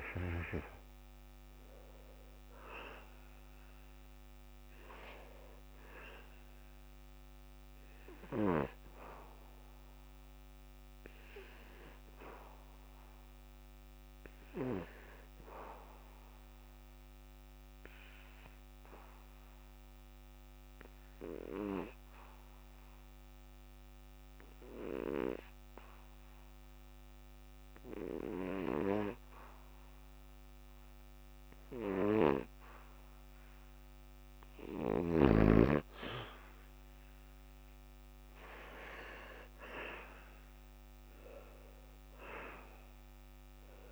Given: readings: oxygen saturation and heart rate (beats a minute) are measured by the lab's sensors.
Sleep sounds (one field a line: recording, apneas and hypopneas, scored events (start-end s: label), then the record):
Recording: breathing in sleep by a microphone on the trachea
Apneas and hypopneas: 1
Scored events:
0.00-24.50 s: oxygen desaturation (device-marked, oxygen 88% lowest, heart rate 68 extreme)
18.50-36.00 s: hypopnea (oxygen 96% before, 85% lowest, heart rate 77 before, 68 extreme, up 6 after)
38.50-42.50 s: arousal
39.50-43.91 s: oxygen desaturation (device-marked, oxygen 95% before, 85% lowest, heart rate 70 before, 67 extreme)
From the record:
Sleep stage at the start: N2 (light sleep)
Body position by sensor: on the back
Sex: male